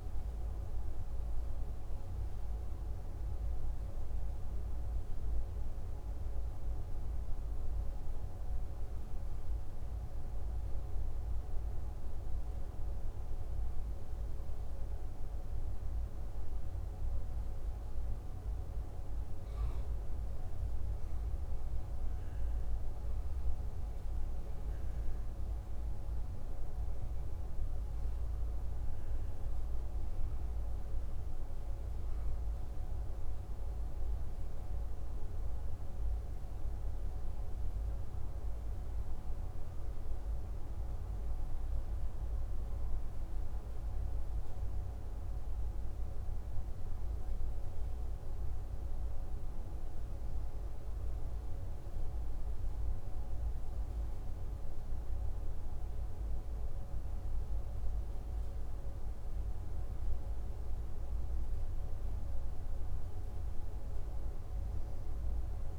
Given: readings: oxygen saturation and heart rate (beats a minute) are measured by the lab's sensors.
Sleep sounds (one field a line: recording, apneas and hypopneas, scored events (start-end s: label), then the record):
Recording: breathing in sleep, hard to hear, by a room microphone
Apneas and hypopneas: none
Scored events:
none scored
From the record:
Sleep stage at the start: N2 (light sleep)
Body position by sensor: on the back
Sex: male